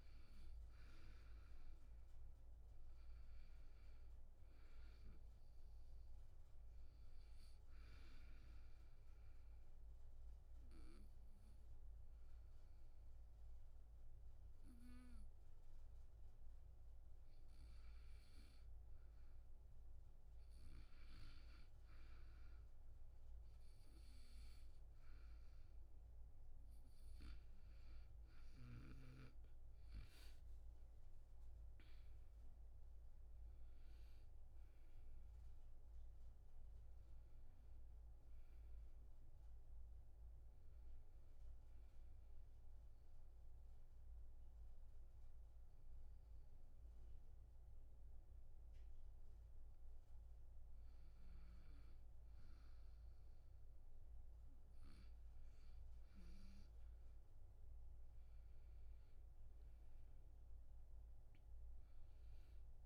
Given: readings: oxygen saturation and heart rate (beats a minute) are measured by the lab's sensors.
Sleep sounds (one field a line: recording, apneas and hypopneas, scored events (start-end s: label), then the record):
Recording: breathing in sleep, hard to hear, by a room microphone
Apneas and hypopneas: 2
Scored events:
0.00-1.00 s: arousal
6.50-19.50 s: oxygen desaturation (device-marked, oxygen 97% before, 91% lowest, heart rate 76 before, 73 extreme)
9.00-19.50 s: obstructive apnea (oxygen 97% before, 90% lowest, heart rate 76 before, 75 extreme, up 8 after)
25.50-35.50 s: oxygen desaturation (device-marked, oxygen 97% before, 90% lowest, heart rate 78 before, 73 extreme)
30.00-34.00 s: arousal
42.50-53.00 s: obstructive apnea (oxygen 97% before, 89% lowest, heart rate 83 before, 73 extreme, up 5 after)
57.00-61.00 s: arousal
From the record:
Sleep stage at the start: N2 (light sleep)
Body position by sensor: on the back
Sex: male